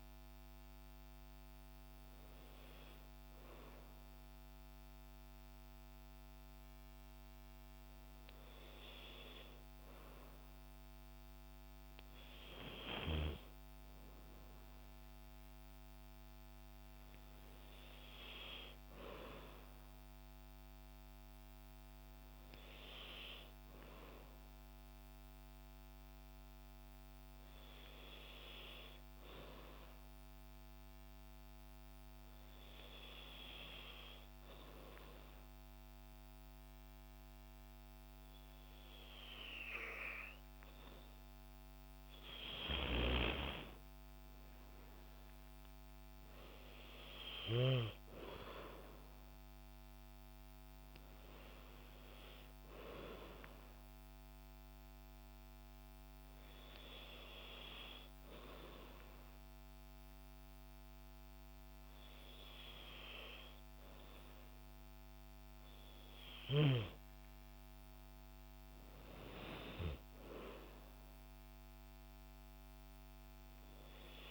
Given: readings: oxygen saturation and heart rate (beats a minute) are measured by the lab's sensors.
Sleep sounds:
breathing in sleep by a microphone on the trachea; 1
0.00-8.00 s: oxygen desaturation (device-marked, oxygen 90% lowest, heart rate 53 extreme)
21.50-24.50 s: arousal
29.50-40.50 s: hypopnea (oxygen 97% before, 93% lowest, heart rate 69 before, 54 extreme)
43.50-47.00 s: arousal
68.50-72.00 s: arousal
From the record:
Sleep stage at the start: N2 (light sleep); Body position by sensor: on the back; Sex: female

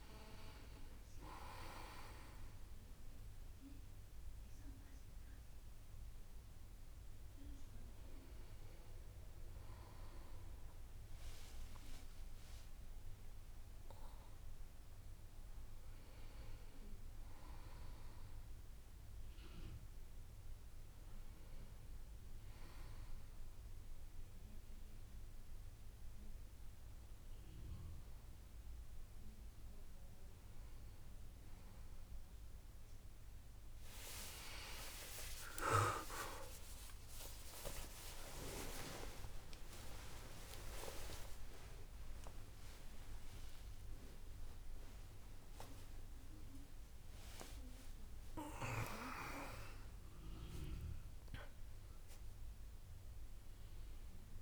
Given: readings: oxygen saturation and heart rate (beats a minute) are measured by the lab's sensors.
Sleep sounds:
a person awake in a sleep study, by a room microphone; none
none scored
From the record:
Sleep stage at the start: awake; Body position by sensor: on the back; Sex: male

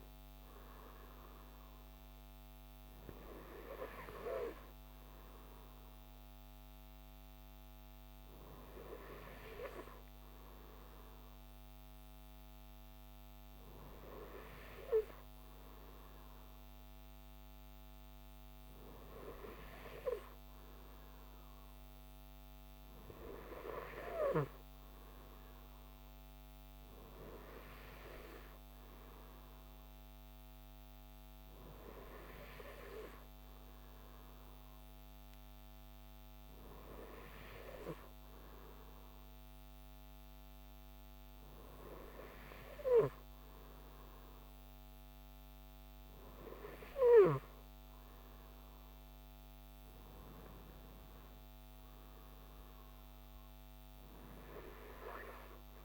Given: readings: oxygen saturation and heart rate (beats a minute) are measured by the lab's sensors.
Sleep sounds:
breathing in sleep by a microphone on the trachea; none
none scored
From the record:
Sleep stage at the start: N2 (light sleep); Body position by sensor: on the right side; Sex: male

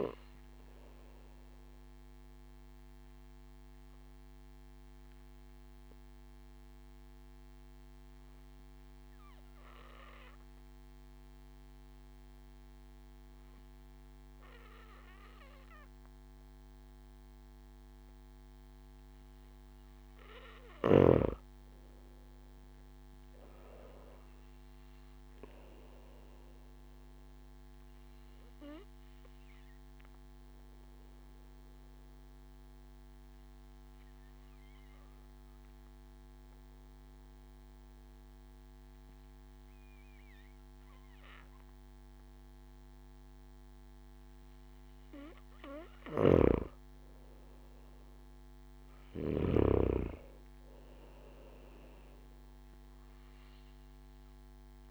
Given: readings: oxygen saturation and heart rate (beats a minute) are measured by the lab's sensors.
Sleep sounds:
breathing in sleep by a microphone on the trachea; 2
0.00-20.00 s: oxygen desaturation (device-marked, oxygen 93% lowest)
1.00-19.00 s: obstructive apnea (oxygen 97% before, 93% lowest)
21.00-24.00 s: arousal
28.00-43.50 s: obstructive apnea (oxygen 97% before, 94% lowest)
46.00-49.50 s: snoring (device-marked)
47.00-50.50 s: arousal
From the record:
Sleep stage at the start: N2 (light sleep); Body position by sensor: on the back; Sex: male

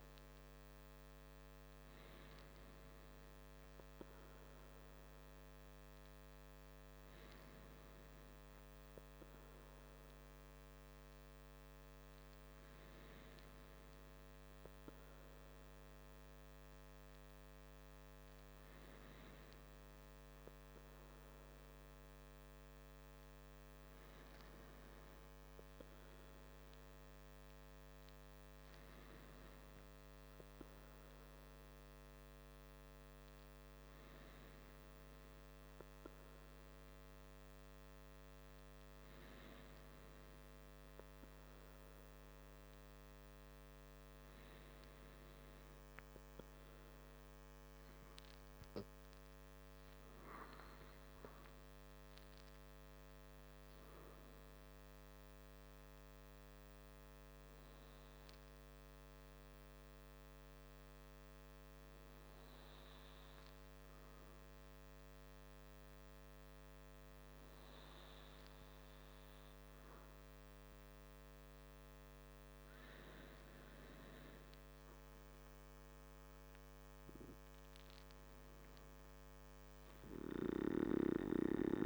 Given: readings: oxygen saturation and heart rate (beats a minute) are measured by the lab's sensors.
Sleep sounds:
breathing in sleep, hard to hear, by a microphone on the trachea; 1
49.50-54.00 s: arousal
56.50-72.50 s: hypopnea (oxygen 95% before, 94% lowest, heart rate 50 before, 47 extreme, up 6 after)
75.50-78.50 s: arousal
From the record:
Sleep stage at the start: N2 (light sleep); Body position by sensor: on the back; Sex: male

